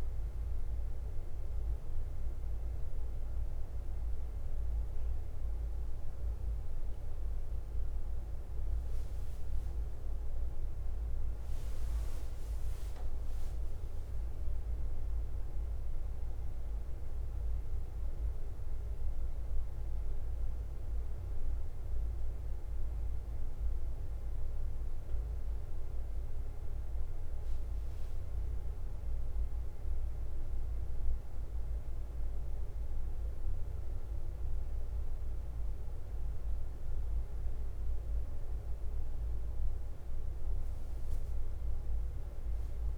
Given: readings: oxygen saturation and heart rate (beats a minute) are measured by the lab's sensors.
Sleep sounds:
breathing in sleep, hard to hear, by a room microphone; none
0.00-42.98 s: bradycardia (device-marked, heart rate 45 extreme)
36.50-38.50 s: long interval between heartbeats (device-marked, heart rate 53 before, 56 extreme)
From the record:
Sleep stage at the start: N1 (lightest sleep); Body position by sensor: on the back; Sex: male

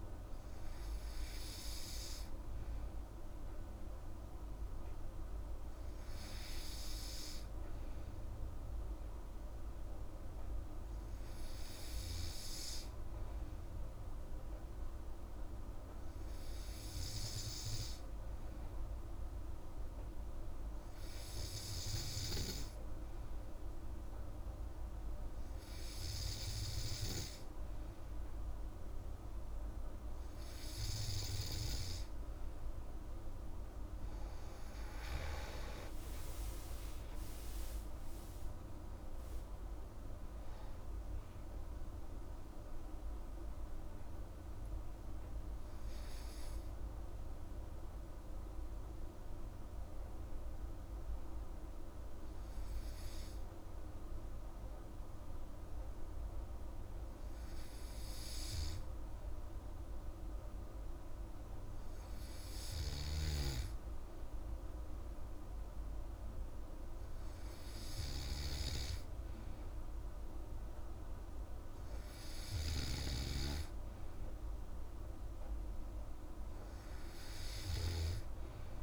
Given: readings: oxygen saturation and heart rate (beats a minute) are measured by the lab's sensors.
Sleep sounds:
breathing in sleep, hard to hear, by a room microphone; none
27.00-78.83 s: new sleep stage, N2 (light sleep)
36.00-40.00 s: arousal
From the record:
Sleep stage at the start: N3 (deep sleep); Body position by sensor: on the back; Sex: female

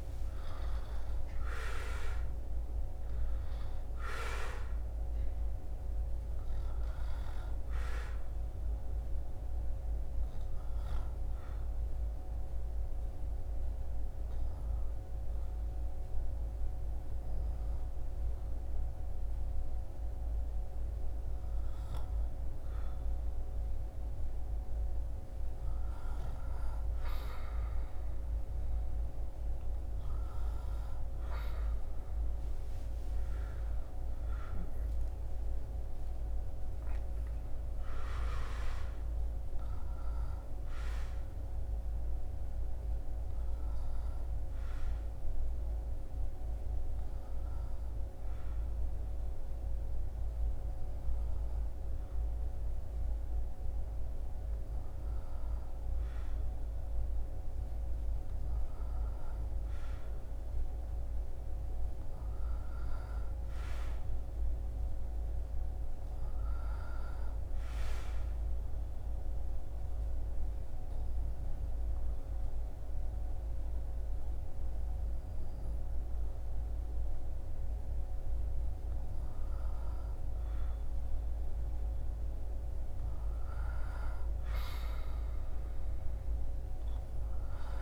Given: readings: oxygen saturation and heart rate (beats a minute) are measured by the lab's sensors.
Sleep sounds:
breathing in sleep, hard to hear, by a room microphone; 3
10.00-21.50 s: obstructive apnea (oxygen 98% before, 96% lowest, heart rate 76 before, 67 extreme, up 6 after)
23.00-27.00 s: arousal
43.50-58.00 s: hypopnea (oxygen 98% before, 96% lowest, heart rate 77 before, 67 extreme, up 4 after)
59.50-63.00 s: arousal
68.00-80.50 s: obstructive apnea (oxygen 99% before, 96% lowest, heart rate 71 before, 65 extreme, up 23 after)
83.50-87.00 s: arousal
From the record:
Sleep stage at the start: N2 (light sleep); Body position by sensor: on the back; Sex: male

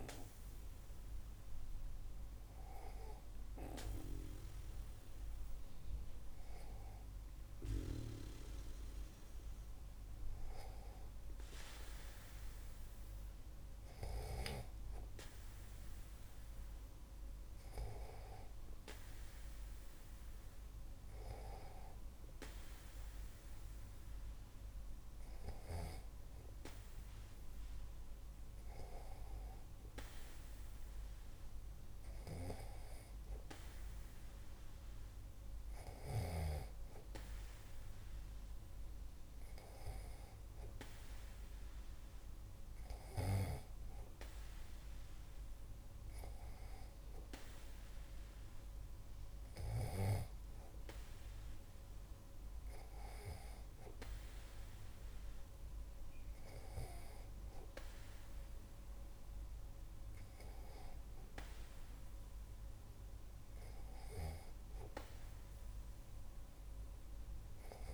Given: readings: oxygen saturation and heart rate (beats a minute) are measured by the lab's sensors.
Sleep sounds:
breathing in sleep by a room microphone; none
none scored
From the record:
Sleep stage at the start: N2 (light sleep); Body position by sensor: on the back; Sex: male

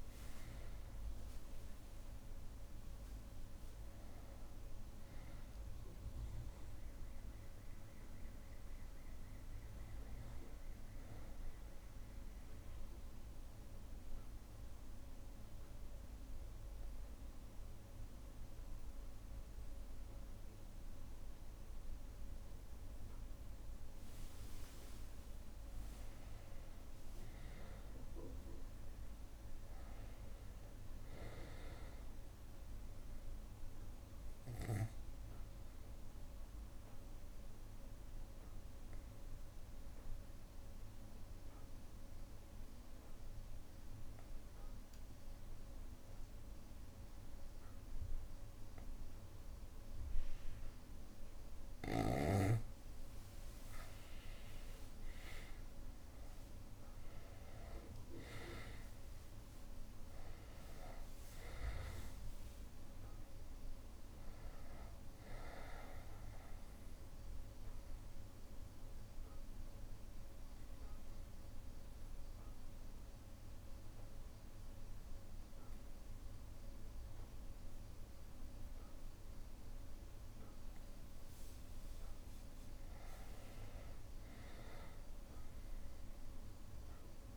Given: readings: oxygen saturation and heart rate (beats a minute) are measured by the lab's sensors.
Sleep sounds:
breathing in sleep, hard to hear, by a room microphone; 3
0.00-1.00 s: long interval between heartbeats (device-marked, heart rate 85 extreme)
12.50-24.50 s: obstructive apnea (oxygen 98% before, 91% lowest, heart rate 69 before, 60 extreme, up 4 after)
26.00-31.00 s: arousal
31.50-48.50 s: oxygen desaturation (device-marked, oxygen 100% before, 95% lowest, heart rate 62 before, 59 extreme)
36.50-52.50 s: obstructive apnea (oxygen 100% before, 92% lowest, heart rate 62 before, 58 extreme, up 3 after)
54.50-59.50 s: arousal
55.50-77.50 s: oxygen desaturation (device-marked, oxygen 98% before, 92% lowest, heart rate 61 before, 58 extreme)
67.50-83.00 s: obstructive apnea (oxygen 98% before, 92% lowest, heart rate 62 before, 58 extreme, up 4 after)
68.50-76.50 s: bradycardia (device-marked, heart rate 64 before, 58 extreme)
From the record:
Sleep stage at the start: N2 (light sleep); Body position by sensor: on the back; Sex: male

